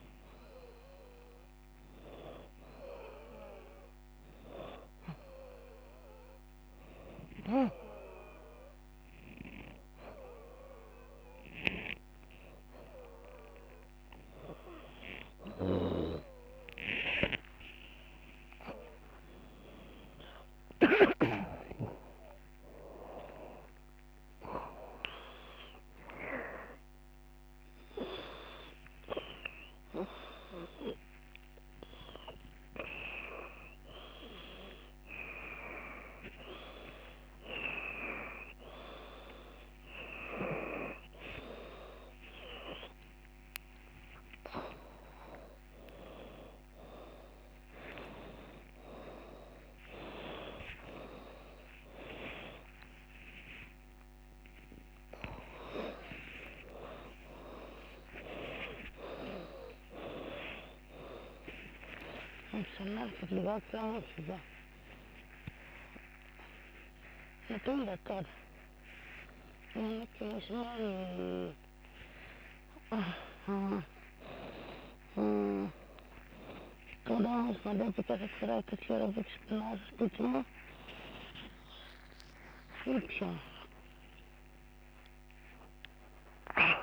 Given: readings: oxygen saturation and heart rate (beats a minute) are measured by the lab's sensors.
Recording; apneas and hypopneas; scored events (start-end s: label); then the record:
a person awake in a sleep study, by a microphone on the trachea; none
1.50-86.83 s: new sleep stage, awake
17.00-19.00 s: long interval between heartbeats (device-marked, heart rate 96 before, 94 extreme)
22.50-41.50 s: oxygen desaturation (device-marked, oxygen 93% before, 89% lowest, heart rate 90 before, 68 extreme)
23.50-33.50 s: drop in pulse transit time (device-marked, heart rate 89 before, 78 extreme)
26.00-28.00 s: long interval between heartbeats (device-marked, heart rate 88 before, 117 extreme)
34.00-36.00 s: long interval between heartbeats (device-marked, heart rate 96 before, 100 extreme)
48.50-50.50 s: long interval between heartbeats (device-marked, heart rate 104 before, 107 extreme)
51.00-53.00 s: long interval between heartbeats (device-marked, heart rate 104 before, 138 extreme)
52.50-55.50 s: drop in pulse transit time (device-marked, heart rate 108 before, 136 extreme)
53.00-55.00 s: long interval between heartbeats (device-marked, heart rate 108 before, 149 extreme)
55.00-57.00 s: long interval between heartbeats (device-marked, heart rate 113 before, 125 extreme)
57.00-59.00 s: long interval between heartbeats (device-marked, heart rate 115 before, 110 extreme)
58.50-71.50 s: drop in pulse transit time (device-marked, heart rate 116 before, 28 extreme)
60.00-62.00 s: long interval between heartbeats (device-marked, heart rate 115 before, 98 extreme)
64.00-66.00 s: long interval between heartbeats (device-marked, heart rate 114 before, 68 extreme)
65.50-68.50 s: bradycardia (device-marked, heart rate 95 before, 68 extreme)
71.50-73.50 s: long interval between heartbeats (device-marked, heart rate 93 before, 62 extreme)
74.50-76.50 s: long interval between heartbeats (device-marked, heart rate 81 before, 69 extreme)
77.50-79.50 s: long interval between heartbeats (device-marked, heart rate 76 before, 96 extreme)
80.50-82.50 s: bradycardia (device-marked, heart rate 94 before, 63 extreme)
81.50-83.50 s: long interval between heartbeats (device-marked, heart rate 72 before, 69 extreme)
From the record:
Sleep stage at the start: N2 (light sleep); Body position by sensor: upright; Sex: female